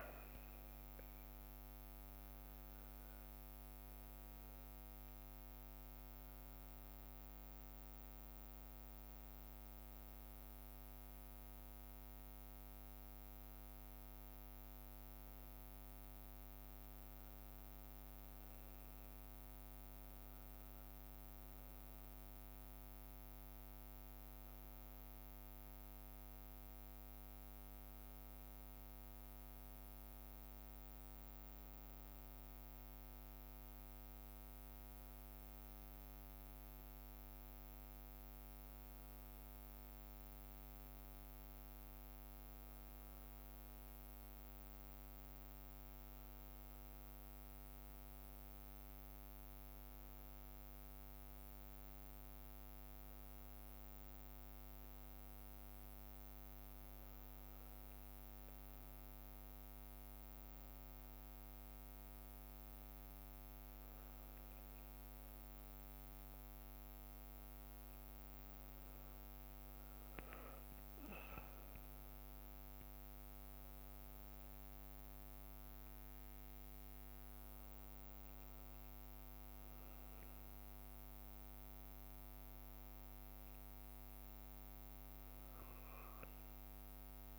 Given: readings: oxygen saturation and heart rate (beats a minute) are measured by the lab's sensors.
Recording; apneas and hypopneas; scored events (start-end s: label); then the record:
a person awake in a sleep study, hard to hear, by a microphone on the trachea; none
1.50-4.50 s: leg movement (device-marked)
4.50-31.50 s: bradycardia (device-marked, heart rate 71 before, 57 extreme)
35.50-41.50 s: bradycardia (device-marked, heart rate 71 before, 59 extreme)
49.50-59.00 s: leg movement (device-marked)
82.50-87.39 s: bradycardia (device-marked, heart rate 71 before, 57 extreme)
From the record:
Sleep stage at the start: awake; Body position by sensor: on the back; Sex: male